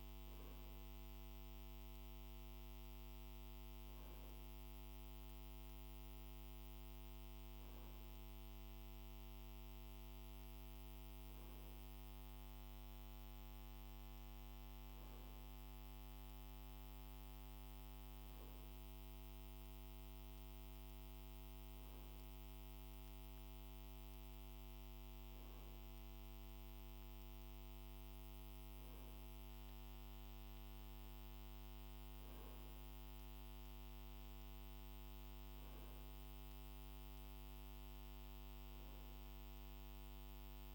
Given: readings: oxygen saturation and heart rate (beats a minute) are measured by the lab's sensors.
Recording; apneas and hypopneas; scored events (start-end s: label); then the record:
breathing in sleep, hard to hear, by a microphone on the trachea; none
none scored
From the record:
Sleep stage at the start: N2 (light sleep); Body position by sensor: on the right side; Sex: male